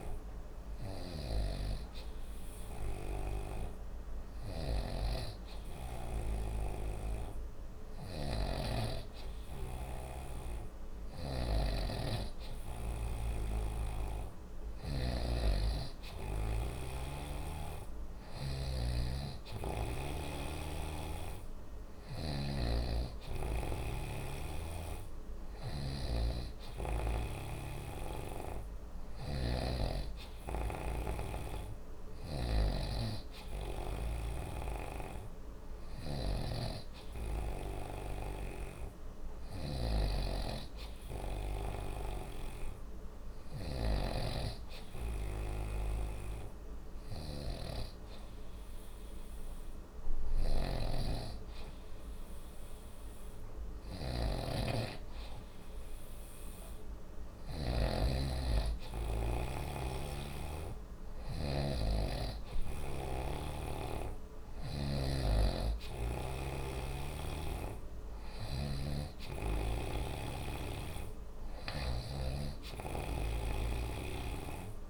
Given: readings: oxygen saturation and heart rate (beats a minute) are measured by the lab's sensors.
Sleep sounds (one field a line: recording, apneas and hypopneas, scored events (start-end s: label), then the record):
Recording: breathing in sleep by a room microphone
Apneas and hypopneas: none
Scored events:
4.50-18.50 s: snoring (device-marked)
20.50-24.00 s: snoring (device-marked)
26.00-58.00 s: snoring (device-marked)
60.00-66.50 s: snoring (device-marked)
68.50-72.00 s: snoring (device-marked)
From the record:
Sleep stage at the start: N2 (light sleep)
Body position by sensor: on the right side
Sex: male